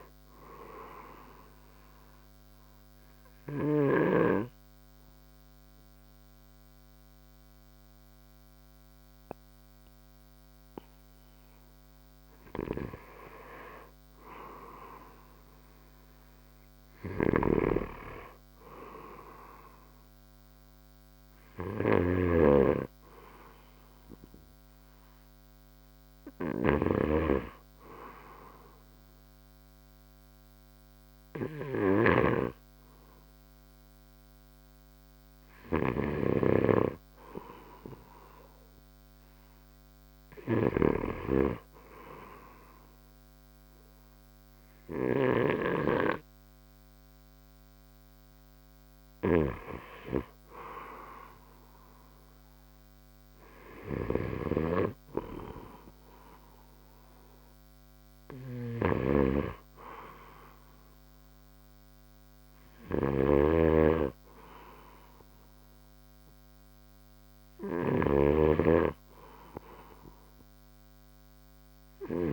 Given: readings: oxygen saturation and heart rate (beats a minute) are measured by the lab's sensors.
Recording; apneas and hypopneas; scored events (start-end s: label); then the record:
breathing in sleep by a microphone on the trachea; 1
0.00-15.50 s: oxygen desaturation (device-marked, oxygen 90% lowest, heart rate 65 extreme)
2.00-12.00 s: obstructive apnea (oxygen 96% before, 90% lowest, heart rate 71 before, 67 extreme, up 5 after)
15.00-18.50 s: arousal
26.50-32.50 s: snoring (device-marked)
59.00-72.33 s: snoring (device-marked)
From the record:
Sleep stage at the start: N2 (light sleep); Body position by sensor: on the right side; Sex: male